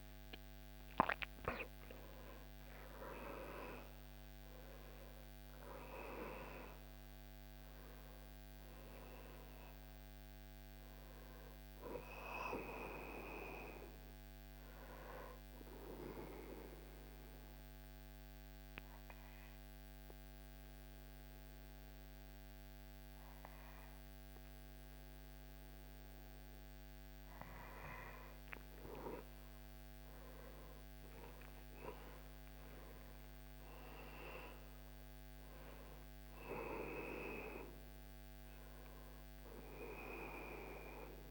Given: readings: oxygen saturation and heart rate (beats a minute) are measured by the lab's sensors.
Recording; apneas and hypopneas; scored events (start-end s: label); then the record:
breathing in sleep by a microphone on the trachea; 1
16.50-28.50 s: obstructive apnea (oxygen 99% before, 95% lowest, heart rate 74 before, 62 extreme)
31.00-36.00 s: arousal
From the record:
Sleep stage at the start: N2 (light sleep); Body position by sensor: on the back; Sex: male